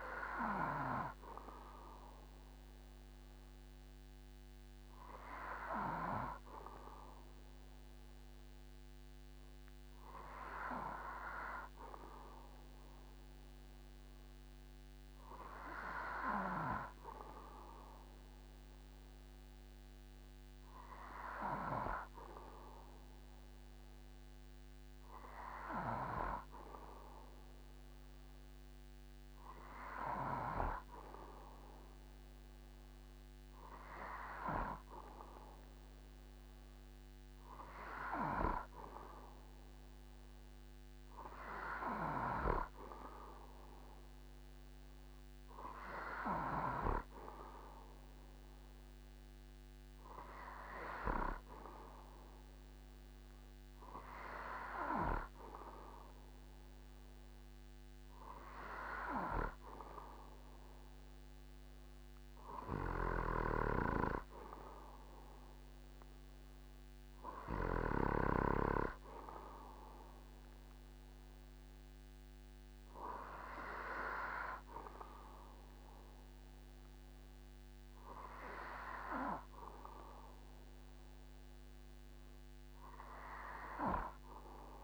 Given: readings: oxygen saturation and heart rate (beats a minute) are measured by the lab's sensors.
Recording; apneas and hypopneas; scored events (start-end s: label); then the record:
breathing in sleep by a microphone on the trachea; none
none scored
From the record:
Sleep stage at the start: N2 (light sleep); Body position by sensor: on the back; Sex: male